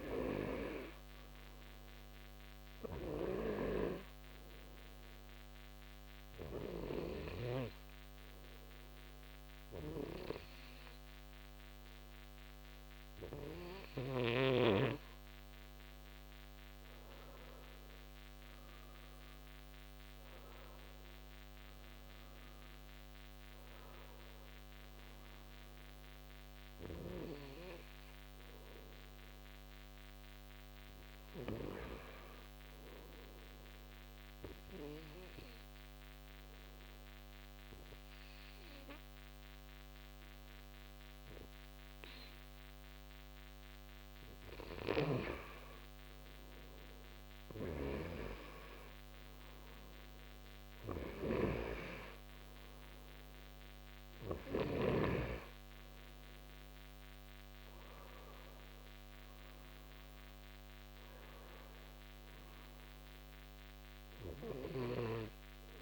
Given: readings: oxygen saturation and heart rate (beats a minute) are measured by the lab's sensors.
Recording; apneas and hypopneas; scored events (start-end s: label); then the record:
breathing in sleep by a microphone on the trachea; 2
0.00-1.00 s: arousal
0.00-16.00 s: oxygen desaturation (device-marked, oxygen 90% lowest, heart rate 65 extreme)
5.50-17.50 s: obstructive apnea (oxygen 95% before, 89% lowest, heart rate 71 before, 65 extreme, up 9 after)
19.50-24.00 s: arousal
34.00-46.50 s: obstructive apnea (oxygen 94% before, 89% lowest, heart rate 71 before, 66 extreme, up 8 after)
44.00-64.00 s: oxygen desaturation (device-marked, oxygen 95% before, 89% lowest, heart rate 69 before, 65 extreme)
48.50-53.00 s: arousal
From the record:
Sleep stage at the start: N2 (light sleep); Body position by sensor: on the right side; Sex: male